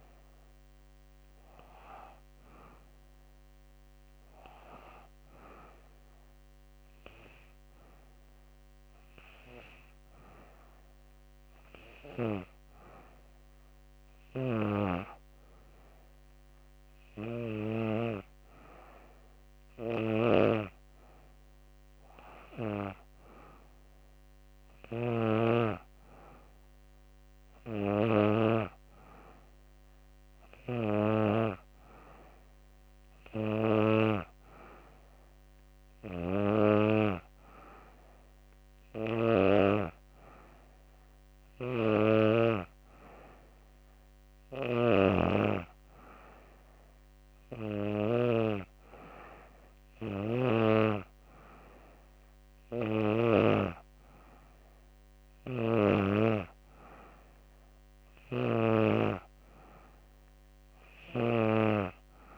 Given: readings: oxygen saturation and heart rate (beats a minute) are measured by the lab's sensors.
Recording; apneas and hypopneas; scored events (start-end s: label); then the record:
breathing in sleep by a microphone on the trachea; none
none scored
From the record:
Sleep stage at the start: N2 (light sleep); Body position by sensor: on the back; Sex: female